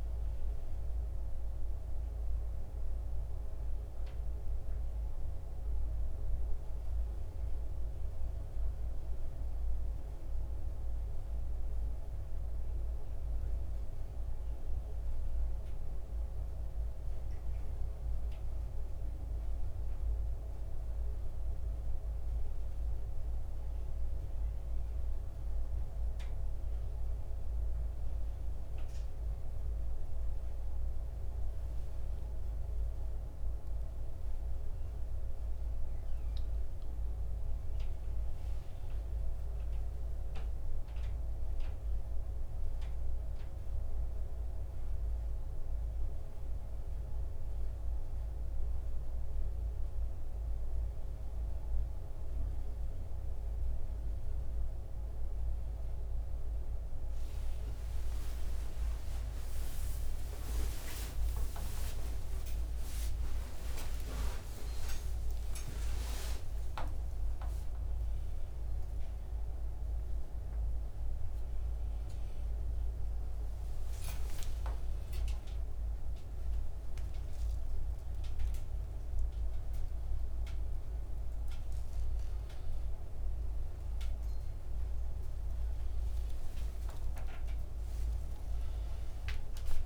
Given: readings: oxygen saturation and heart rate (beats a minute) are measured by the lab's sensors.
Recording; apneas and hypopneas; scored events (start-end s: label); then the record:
a person awake in a sleep study, by a room microphone; none
44.50-89.86 s: new sleep stage, awake
From the record:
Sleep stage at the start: N1 (lightest sleep); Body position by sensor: on the back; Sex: male